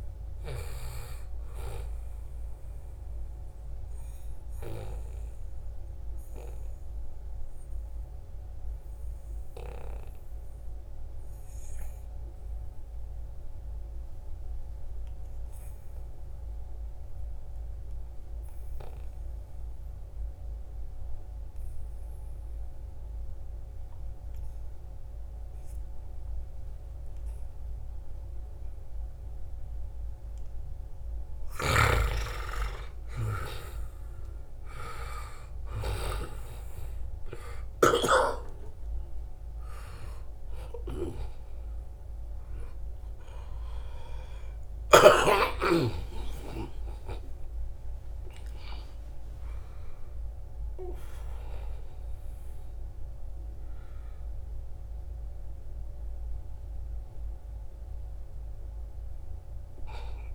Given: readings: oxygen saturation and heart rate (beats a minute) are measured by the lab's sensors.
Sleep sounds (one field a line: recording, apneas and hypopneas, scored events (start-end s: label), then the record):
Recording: breathing in sleep by a room microphone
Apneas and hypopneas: 1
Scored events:
0.00-7.50 s: oxygen desaturation (device-marked, oxygen 88% lowest, heart rate 69 extreme)
3.00-31.00 s: obstructive apnea (oxygen 97% before, 88% lowest, heart rate 78 before, 69 extreme, up 15 after)
27.50-50.50 s: oxygen desaturation (device-marked, oxygen 97% before, 88% lowest, heart rate 74 before, 69 extreme)
32.50-37.50 s: arousal
38.00-40.00 s: long interval between heartbeats (device-marked, heart rate 71 before, 83 extreme)
50.50-60.35 s: new sleep stage, N1 (lightest sleep)
From the record:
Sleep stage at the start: N2 (light sleep)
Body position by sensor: on the right side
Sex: male